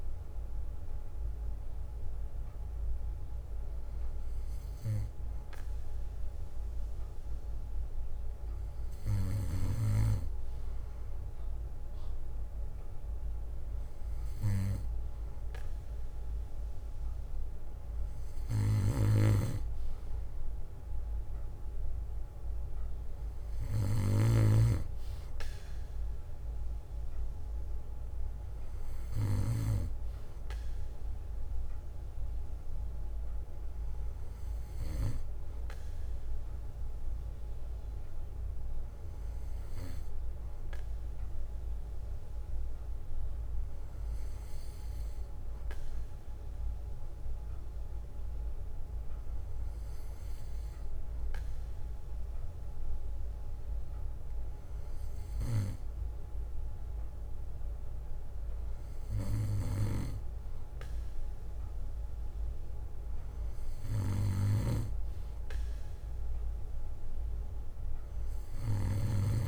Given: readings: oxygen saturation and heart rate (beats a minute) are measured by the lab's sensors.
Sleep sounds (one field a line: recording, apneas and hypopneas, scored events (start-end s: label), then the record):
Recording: breathing in sleep by a room microphone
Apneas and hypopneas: none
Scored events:
13.00-41.00 s: bradycardia (device-marked, heart rate 61 before, 54 extreme)
65.00-67.00 s: bradycardia (device-marked, heart rate 61 before, 62 extreme)
68.00-69.48 s: bradycardia (device-marked, heart rate 61 before, 56 extreme)
From the record:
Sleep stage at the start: N2 (light sleep)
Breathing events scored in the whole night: 241 in 4.6 hours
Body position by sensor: on the back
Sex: male